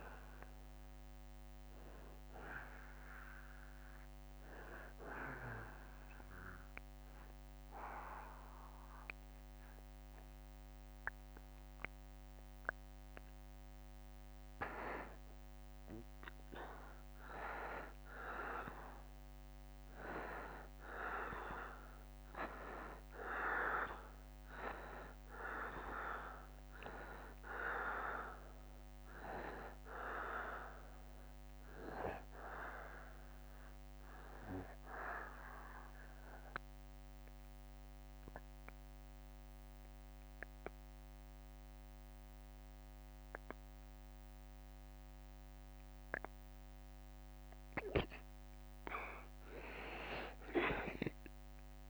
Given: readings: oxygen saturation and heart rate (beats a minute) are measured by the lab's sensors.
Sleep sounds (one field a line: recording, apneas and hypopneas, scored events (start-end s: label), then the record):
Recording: breathing in sleep by a microphone on the trachea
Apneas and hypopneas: 2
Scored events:
0.00-14.00 s: oxygen desaturation (device-marked, oxygen 89% lowest, heart rate 70 extreme)
5.00-15.00 s: obstructive apnea (oxygen 96% before, 88% lowest, heart rate 76 before, 70 extreme, up 0 after)
19.00-23.00 s: arousal
31.00-47.50 s: obstructive apnea (oxygen 95% before, 87% lowest, heart rate 72 before, 69 extreme, up 6 after)
50.50-51.90 s: arousal
From the record:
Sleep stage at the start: N2 (light sleep)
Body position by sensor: on the back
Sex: male